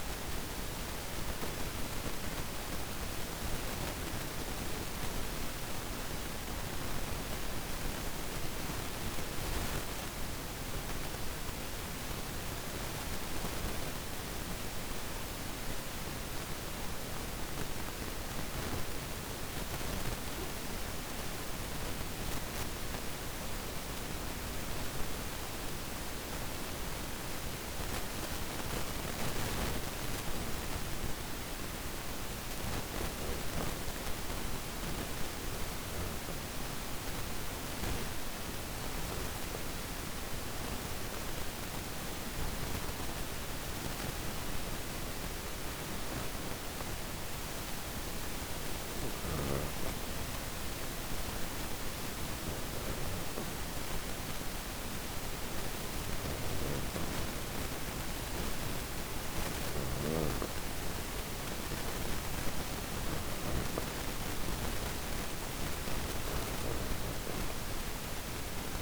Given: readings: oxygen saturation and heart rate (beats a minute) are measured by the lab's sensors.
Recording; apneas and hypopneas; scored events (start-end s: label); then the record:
breathing in sleep, hard to hear, by a microphone on the trachea; none
none scored
From the record:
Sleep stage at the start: N2 (light sleep); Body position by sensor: on the back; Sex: female